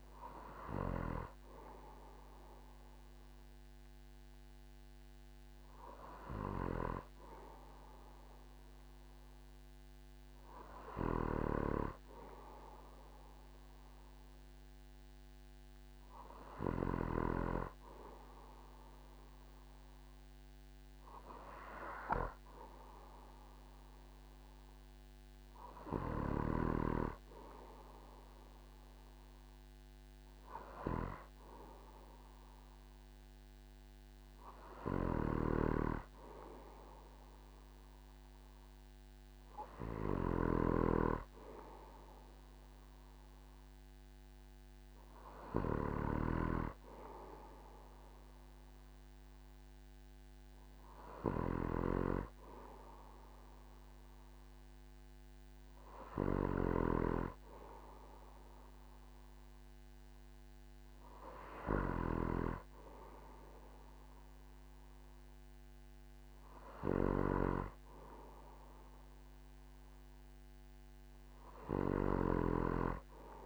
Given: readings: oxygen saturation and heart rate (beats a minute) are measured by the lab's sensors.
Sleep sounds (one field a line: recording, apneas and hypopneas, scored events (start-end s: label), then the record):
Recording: breathing in sleep by a microphone on the trachea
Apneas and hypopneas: none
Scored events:
none scored
From the record:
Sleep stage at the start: N2 (light sleep)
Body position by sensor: on the back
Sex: male